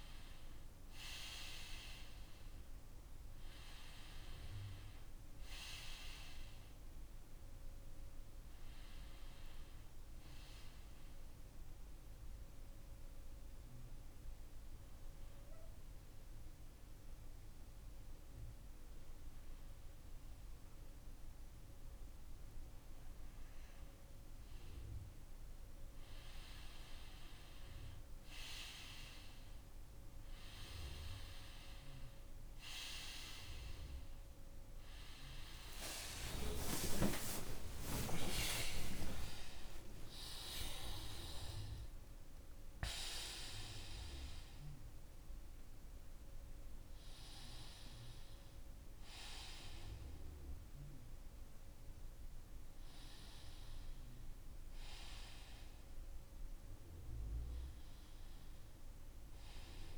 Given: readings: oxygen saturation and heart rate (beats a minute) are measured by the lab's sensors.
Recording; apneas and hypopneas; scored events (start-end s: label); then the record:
breathing in sleep by a room microphone; none
0.00-3.00 s: arousal
0.00-16.00 s: oxygen desaturation (device-marked, oxygen 90% lowest)
28.00-41.00 s: oxygen desaturation (device-marked, oxygen 95% before, 91% lowest)
48.00-59.98 s: new sleep stage, awake
From the record:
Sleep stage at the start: N2 (light sleep); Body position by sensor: on the front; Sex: male